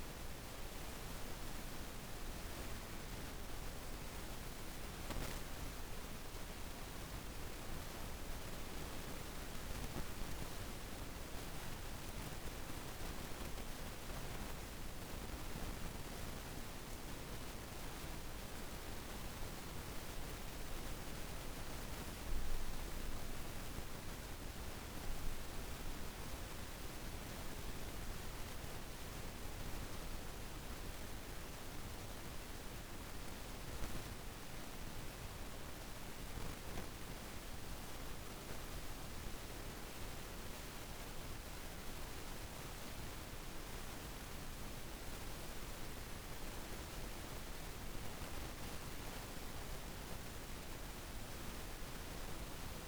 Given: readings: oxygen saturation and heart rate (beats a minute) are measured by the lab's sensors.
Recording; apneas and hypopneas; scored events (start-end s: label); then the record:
breathing in sleep, hard to hear, by a room microphone; none
0.00-1.50 s: arousal
0.00-3.00 s: oxygen desaturation (device-marked, oxygen 93% lowest, heart rate 52 extreme)
50.00-52.87 s: arousal
50.00-52.87 s: oxygen desaturation (device-marked, oxygen 96% before, 90% lowest, heart rate 54 before, 53 extreme)
From the record:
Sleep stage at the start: N2 (light sleep); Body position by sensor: on the back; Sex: female